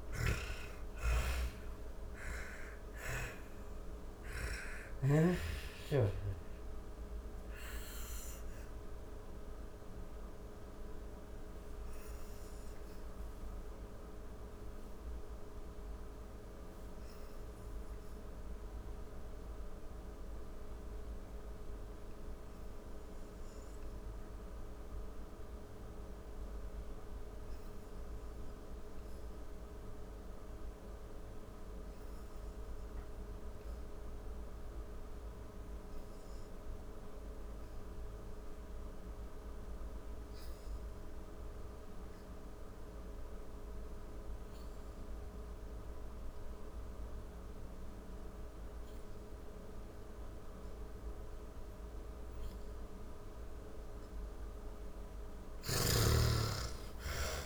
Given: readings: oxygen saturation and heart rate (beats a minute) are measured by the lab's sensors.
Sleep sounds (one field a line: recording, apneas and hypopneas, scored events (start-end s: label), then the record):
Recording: breathing in sleep by a room microphone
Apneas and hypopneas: 1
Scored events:
0.00-2.50 s: arousal
0.00-22.00 s: oxygen desaturation (device-marked, oxygen 75% lowest, heart rate 40 extreme)
5.00-53.00 s: obstructive apnea (oxygen 98% before, 72% lowest)
40.00-57.46 s: oxygen desaturation (device-marked, oxygen 98% before, 72% lowest)
54.00-57.46 s: snoring (device-marked)
54.50-57.46 s: arousal
From the record:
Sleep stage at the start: N2 (light sleep)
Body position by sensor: on the back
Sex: female